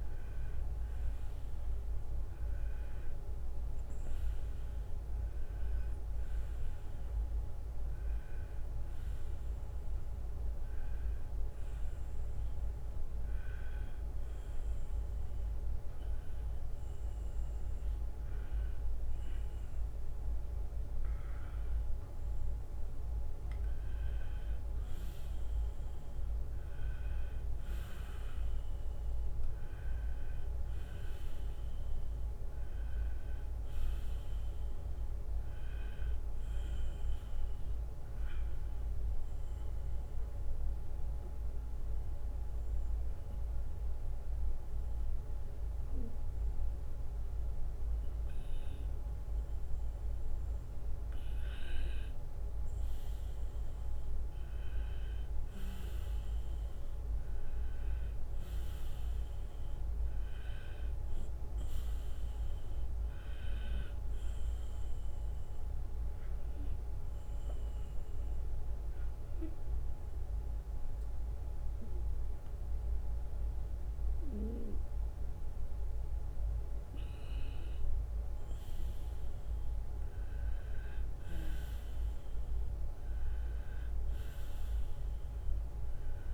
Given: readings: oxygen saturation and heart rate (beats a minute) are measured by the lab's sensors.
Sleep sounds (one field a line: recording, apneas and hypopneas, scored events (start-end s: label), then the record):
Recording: breathing in sleep, hard to hear, by a room microphone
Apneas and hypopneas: 3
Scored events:
8.50-86.34 s: new sleep stage, N2 (light sleep)
14.00-24.50 s: hypopnea (oxygen 94% before, 90% lowest)
26.50-31.00 s: arousal
29.00-31.00 s: long interval between heartbeats (device-marked)
40.00-51.50 s: hypopnea (oxygen 93% before, 90% lowest)
53.50-59.50 s: arousal
57.50-75.50 s: oxygen desaturation (device-marked, oxygen 94% before, 90% lowest)
66.50-77.50 s: obstructive apnea (oxygen 94% before, 90% lowest)
81.00-86.34 s: arousal
84.50-86.34 s: oxygen desaturation (device-marked, oxygen 94% before, 90% lowest)
From the record:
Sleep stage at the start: N1 (lightest sleep)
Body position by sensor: on the right side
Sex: male